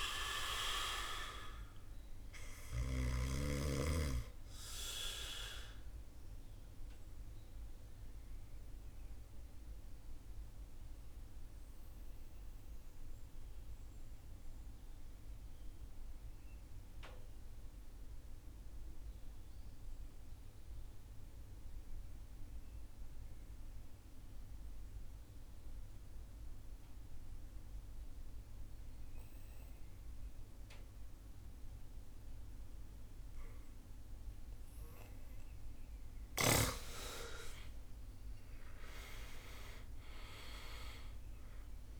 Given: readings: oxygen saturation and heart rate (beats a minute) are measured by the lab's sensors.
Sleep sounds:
breathing in sleep by a room microphone; 1
0.00-26.00 s: oxygen desaturation (device-marked, oxygen 81% lowest, heart rate 52 extreme)
5.50-35.00 s: mixed apnea (oxygen 99% before, 81% lowest, heart rate 65 before, 52 extreme, up 19 after)
34.00-42.00 s: oxygen desaturation (device-marked, oxygen 98% before, 82% lowest, heart rate 56 before, 53 extreme)
36.00-40.50 s: arousal
From the record:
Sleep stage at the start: REM sleep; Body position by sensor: on the right side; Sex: male

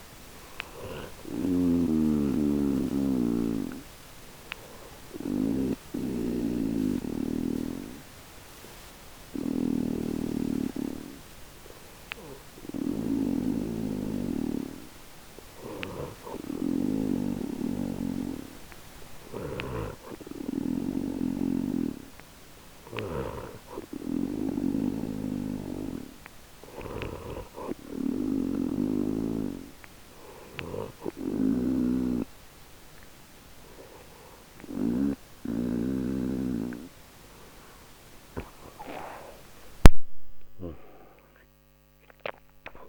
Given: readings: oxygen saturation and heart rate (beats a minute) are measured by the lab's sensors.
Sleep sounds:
breathing in sleep by a microphone on the trachea; 1
0.00-17.00 s: oxygen desaturation (device-marked, oxygen 91% lowest, heart rate 62 extreme)
0.00-35.00 s: snoring (device-marked)
7.00-26.50 s: hypopnea (oxygen 97% before, 91% lowest, heart rate 63 before, 62 extreme, up 0 after)
29.00-32.50 s: arousal
39.00-42.88 s: arousal
From the record:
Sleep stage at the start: N2 (light sleep); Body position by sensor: on the right side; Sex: male

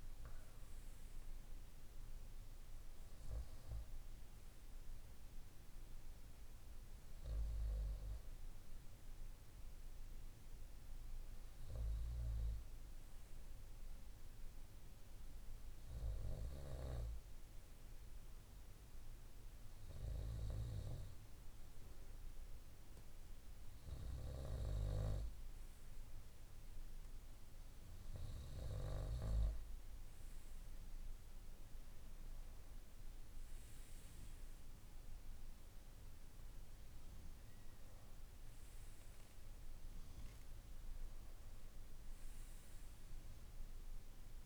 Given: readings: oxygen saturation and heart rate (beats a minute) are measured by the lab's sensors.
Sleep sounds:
breathing in sleep by a room microphone; none
33.50-38.00 s: arousal
From the record:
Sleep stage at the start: N2 (light sleep); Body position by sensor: on the right side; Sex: male

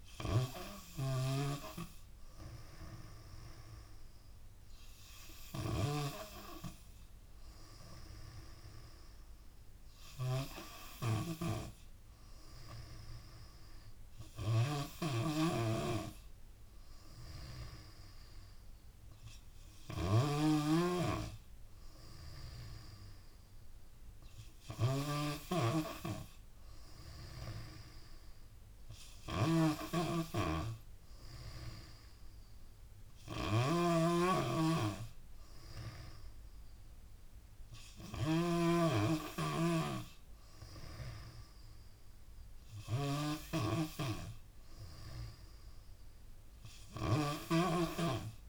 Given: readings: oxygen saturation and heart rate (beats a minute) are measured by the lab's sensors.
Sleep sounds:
breathing in sleep by a room microphone; none
0.00-48.49 s: snoring (device-marked)
From the record:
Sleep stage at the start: N3 (deep sleep); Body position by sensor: on the back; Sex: female

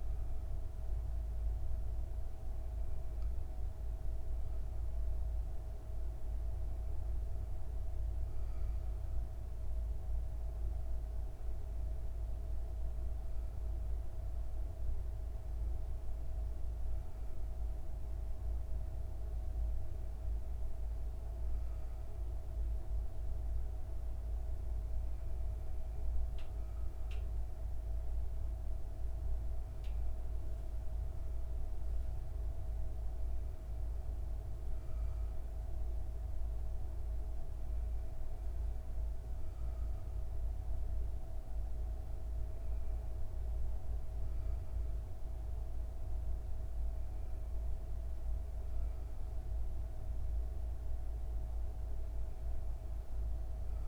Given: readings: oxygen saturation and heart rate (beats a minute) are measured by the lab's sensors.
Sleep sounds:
breathing in sleep, hard to hear, by a room microphone; none
49.50-53.88 s: new sleep stage, N2 (light sleep)
From the record:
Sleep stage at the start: N1 (lightest sleep); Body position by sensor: on the back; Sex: female

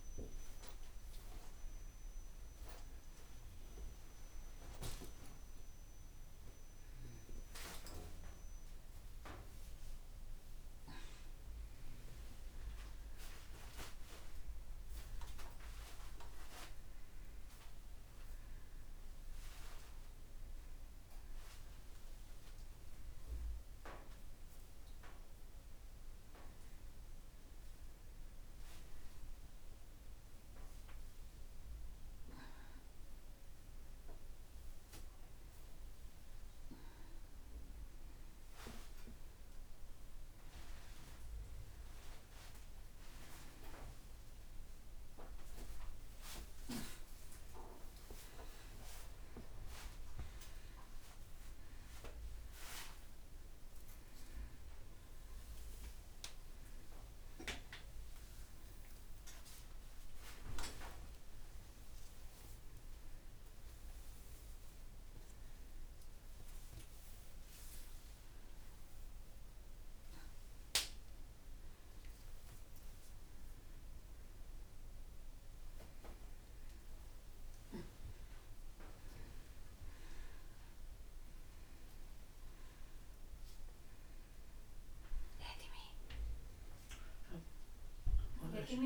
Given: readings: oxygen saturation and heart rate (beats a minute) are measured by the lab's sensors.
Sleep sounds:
a person awake in a sleep study, by a room microphone; none
13.50-23.50 s: oxygen desaturation (device-marked, oxygen 95% before, 91% lowest)
72.50-74.50 s: oxygen desaturation (device-marked, oxygen 96% before, 93% lowest, heart rate 95 before, 43 extreme)
From the record:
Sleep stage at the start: awake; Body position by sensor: upright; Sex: female

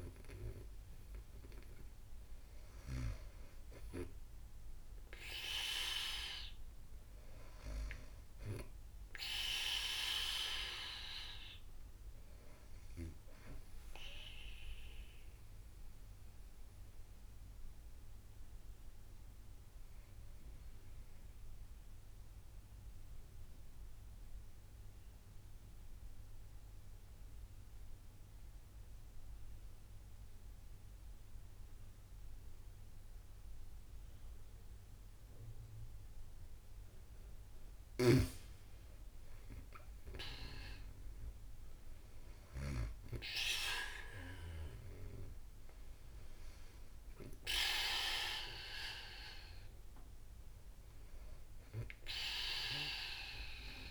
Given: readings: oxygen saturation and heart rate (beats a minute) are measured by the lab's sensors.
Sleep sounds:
breathing in sleep by a room microphone; 1
0.00-3.00 s: arousal
0.00-30.50 s: oxygen desaturation (device-marked, oxygen 91% lowest)
15.00-36.50 s: mixed apnea (oxygen 97% before, 91% lowest)
39.00-42.50 s: arousal
43.50-53.90 s: oxygen desaturation (device-marked, oxygen 96% before, 91% lowest)
From the record:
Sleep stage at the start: N2 (light sleep); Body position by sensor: on the back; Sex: female

